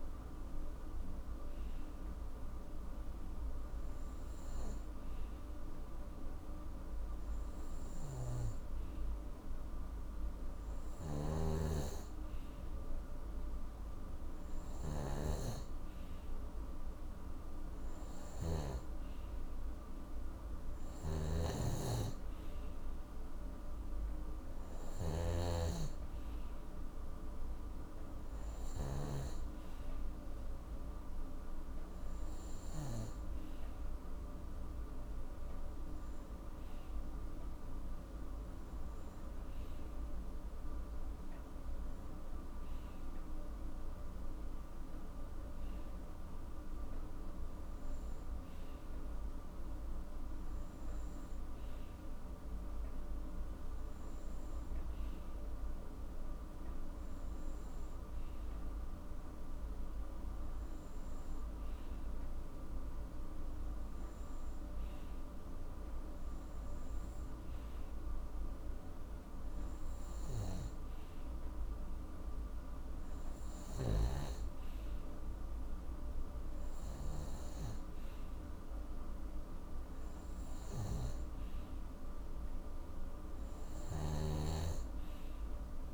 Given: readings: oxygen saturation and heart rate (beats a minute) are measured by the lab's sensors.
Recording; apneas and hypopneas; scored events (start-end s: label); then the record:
breathing in sleep by a room microphone; none
10.50-18.50 s: snoring (device-marked)
20.50-29.00 s: snoring (device-marked)
73.50-77.00 s: snoring (device-marked)
From the record:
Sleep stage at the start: N2 (light sleep); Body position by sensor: on the right side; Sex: male